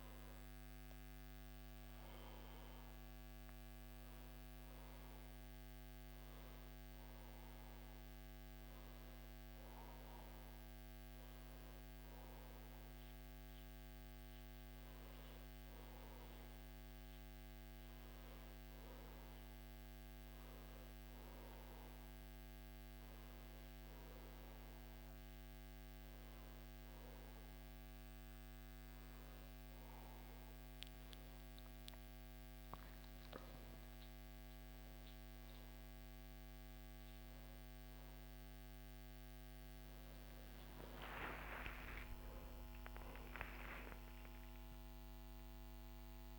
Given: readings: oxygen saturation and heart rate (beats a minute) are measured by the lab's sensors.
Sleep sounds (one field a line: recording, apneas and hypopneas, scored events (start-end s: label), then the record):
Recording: a person awake in a sleep study, hard to hear, by a microphone on the trachea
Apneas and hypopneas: none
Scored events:
none scored
From the record:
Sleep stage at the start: awake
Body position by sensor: on the back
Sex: male